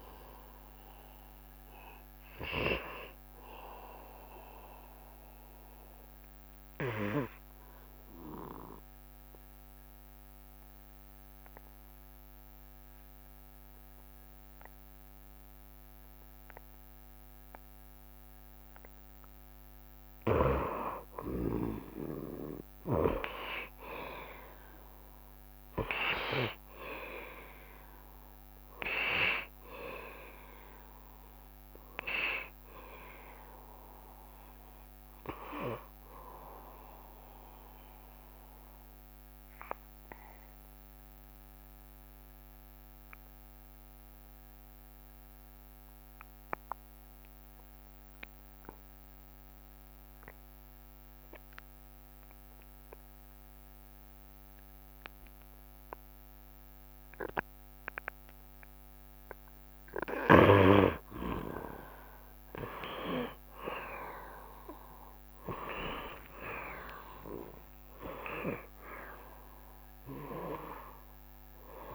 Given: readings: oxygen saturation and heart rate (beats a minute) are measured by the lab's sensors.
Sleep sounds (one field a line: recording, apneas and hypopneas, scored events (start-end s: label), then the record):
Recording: breathing in sleep by a microphone on the trachea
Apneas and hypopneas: 2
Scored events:
0.00-3.00 s: arousal
7.00-20.00 s: obstructive apnea (oxygen 91% before, 79% lowest, heart rate 70 before, 67 extreme, up 5 after)
18.50-71.95 s: new sleep stage, N2 (light sleep)
21.50-43.50 s: oxygen desaturation (device-marked, oxygen 88% before, 80% lowest, heart rate 67 before, 68 extreme)
22.50-28.00 s: arousal
37.50-59.00 s: obstructive apnea (oxygen 88% before, 79% lowest, heart rate 71 before, 68 extreme, up 5 after)
55.50-71.95 s: oxygen desaturation (device-marked, oxygen 92% before, 79% lowest, heart rate 70 before, 69 extreme)
62.00-67.00 s: arousal
From the record:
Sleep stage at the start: N1 (lightest sleep)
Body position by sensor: on the right side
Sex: male